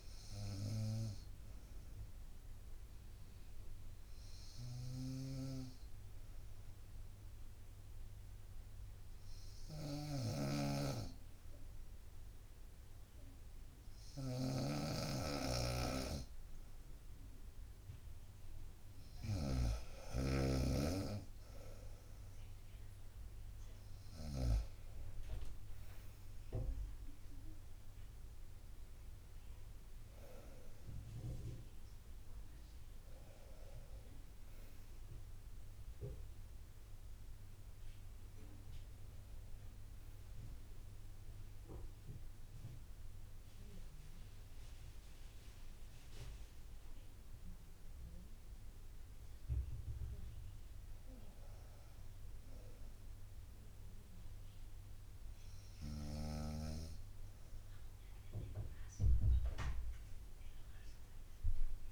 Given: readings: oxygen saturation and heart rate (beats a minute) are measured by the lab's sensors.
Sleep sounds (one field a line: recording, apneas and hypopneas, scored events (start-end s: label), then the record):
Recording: breathing in sleep by a room microphone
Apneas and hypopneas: 1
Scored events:
2.00-17.00 s: obstructive apnea (oxygen 97% before, 93% lowest, heart rate 63 before, 62 extreme, up 3 after)
4.50-24.50 s: snoring (device-marked)
18.00-34.00 s: drop in pulse transit time (device-marked, heart rate 65 before, 65 extreme)
20.00-23.50 s: arousal
59.50-61.92 s: arousal
From the record:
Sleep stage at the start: N2 (light sleep)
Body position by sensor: on the right side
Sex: female